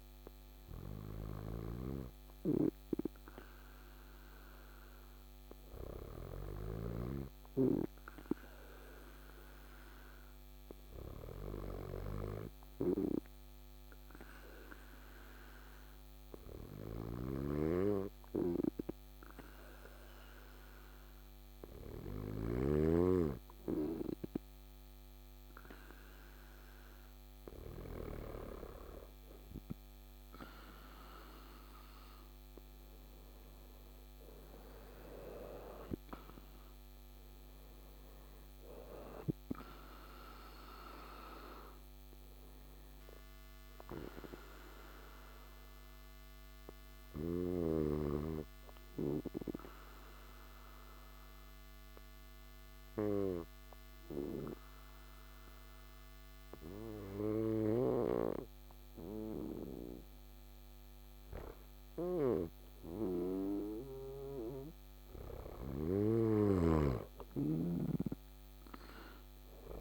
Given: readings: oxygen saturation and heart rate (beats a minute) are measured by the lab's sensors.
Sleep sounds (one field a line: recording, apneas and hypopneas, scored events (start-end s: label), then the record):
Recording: breathing in sleep by a microphone on the trachea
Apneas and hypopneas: 2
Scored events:
11.50-25.00 s: obstructive apnea (oxygen 100% before, 95% lowest, heart rate 57 before, 56 extreme, up 5 after)
28.50-33.00 s: arousal
42.50-63.50 s: obstructive apnea (oxygen 97% before, 95% lowest, heart rate 60 before, 56 extreme, up 9 after)
66.00-69.81 s: snoring (device-marked)
66.50-69.81 s: arousal
From the record:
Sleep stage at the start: N2 (light sleep)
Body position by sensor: on the back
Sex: male